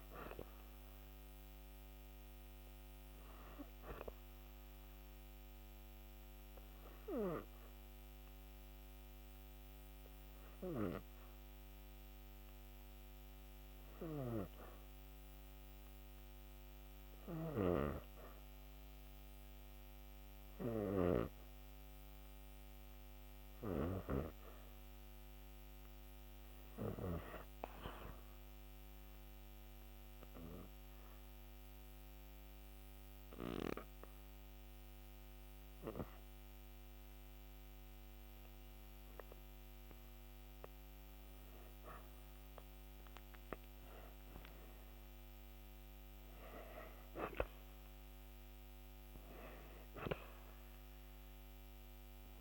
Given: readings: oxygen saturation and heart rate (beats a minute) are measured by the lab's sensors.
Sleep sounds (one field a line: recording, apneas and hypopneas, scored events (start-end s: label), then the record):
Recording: breathing in sleep by a microphone on the trachea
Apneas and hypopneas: 1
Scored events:
3.50-23.00 s: obstructive apnea (oxygen 94% before, 89% lowest)
25.00-28.00 s: arousal
34.50-52.41 s: oxygen desaturation (device-marked, oxygen 96% before, 89% lowest)
From the record:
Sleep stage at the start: REM sleep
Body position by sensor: on the back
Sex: female